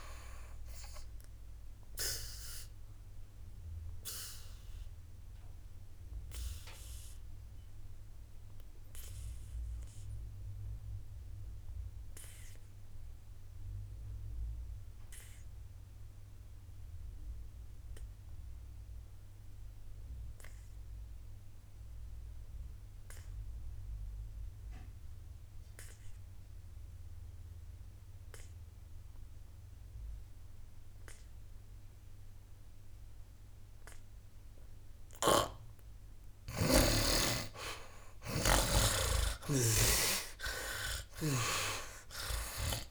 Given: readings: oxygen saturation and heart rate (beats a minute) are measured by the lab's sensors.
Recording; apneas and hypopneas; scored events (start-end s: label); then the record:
breathing in sleep by a room microphone; 1
0.00-11.50 s: oxygen desaturation (device-marked, oxygen 78% lowest, heart rate 58 extreme)
1.50-35.50 s: obstructive apnea (oxygen 99% before, 68% lowest, heart rate 63 before, 58 extreme, up 13 after)
13.50-24.50 s: oxygen desaturation (device-marked, oxygen 83% before, 73% lowest, heart rate 69 before, 58 extreme)
26.50-42.91 s: oxygen desaturation (device-marked, oxygen 97% before, 68% lowest, heart rate 62 before, 58 extreme)
35.00-39.00 s: snoring (device-marked)
40.50-42.91 s: arousal
From the record:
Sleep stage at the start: N2 (light sleep); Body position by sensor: on the back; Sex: male